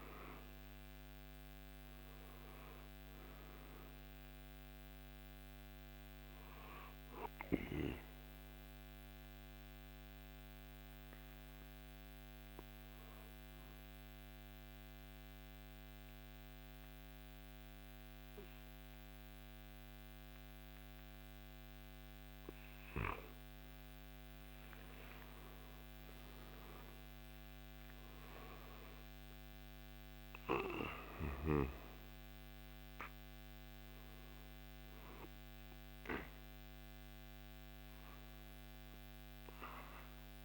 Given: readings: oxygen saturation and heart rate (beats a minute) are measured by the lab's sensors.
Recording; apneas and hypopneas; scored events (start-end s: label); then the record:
breathing in sleep by a microphone on the trachea; 1
6.00-22.00 s: oxygen desaturation (device-marked, oxygen 96% before, 90% lowest, heart rate 70 before, 68 extreme)
8.00-23.00 s: hypopnea (oxygen 96% before, 90% lowest, heart rate 70 before, 67 extreme, up 11 after)
24.50-28.00 s: arousal
27.00-40.45 s: drop in pulse transit time (device-marked, heart rate 71 before, 75 extreme)
32.00-40.45 s: oxygen desaturation (device-marked, oxygen 97% before, 91% lowest, heart rate 72 before, 65 extreme)
From the record:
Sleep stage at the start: N2 (light sleep); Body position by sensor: on the back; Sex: male